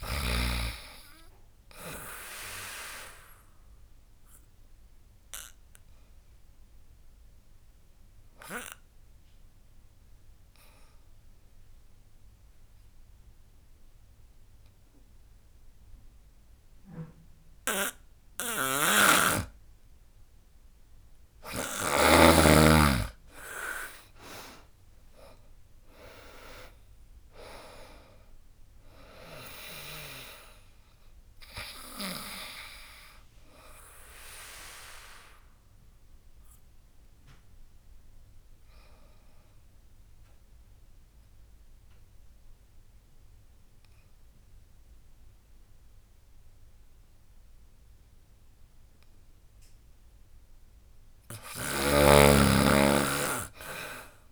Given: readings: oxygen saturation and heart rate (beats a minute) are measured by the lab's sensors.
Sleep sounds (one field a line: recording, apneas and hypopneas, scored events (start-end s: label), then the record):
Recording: breathing in sleep by a room microphone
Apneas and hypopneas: 2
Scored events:
0.00-9.00 s: drop in pulse transit time (device-marked, heart rate 73 extreme)
3.00-18.00 s: oxygen desaturation (device-marked, oxygen 98% before, 93% lowest, heart rate 72 before, 66 extreme)
3.50-20.00 s: obstructive apnea (oxygen 98% before, 93% lowest, heart rate 72 before, 66 extreme, up 23 after)
23.50-27.50 s: arousal
24.00-36.00 s: drop in pulse transit time (device-marked, heart rate 73 before, 77 extreme)
26.00-38.00 s: oxygen desaturation (device-marked, oxygen 99% before, 94% lowest, heart rate 73 before, 68 extreme)
34.50-49.00 s: obstructive apnea (oxygen 99% before, 92% lowest, heart rate 80 before, 68 extreme, up 14 after)
49.50-52.00 s: arousal
From the record:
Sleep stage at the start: N2 (light sleep)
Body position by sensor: on the back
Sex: female